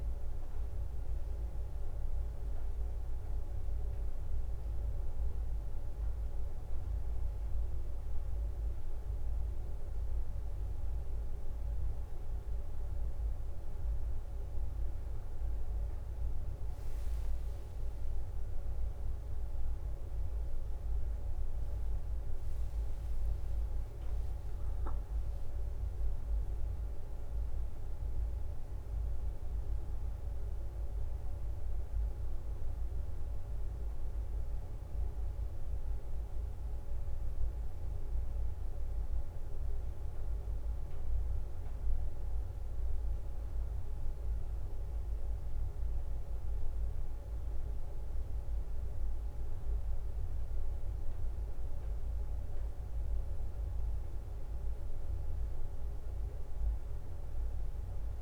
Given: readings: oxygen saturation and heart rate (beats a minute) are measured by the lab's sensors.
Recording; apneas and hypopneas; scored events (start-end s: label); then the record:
a person awake in a sleep study, hard to hear, by a room microphone; none
22.00-36.00 s: drop in pulse transit time (device-marked, heart rate 65 before, 65 extreme)
49.00-57.00 s: leg movement (device-marked)
From the record:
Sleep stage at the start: awake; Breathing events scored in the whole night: 116 in 6.0 hours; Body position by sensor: on the back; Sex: female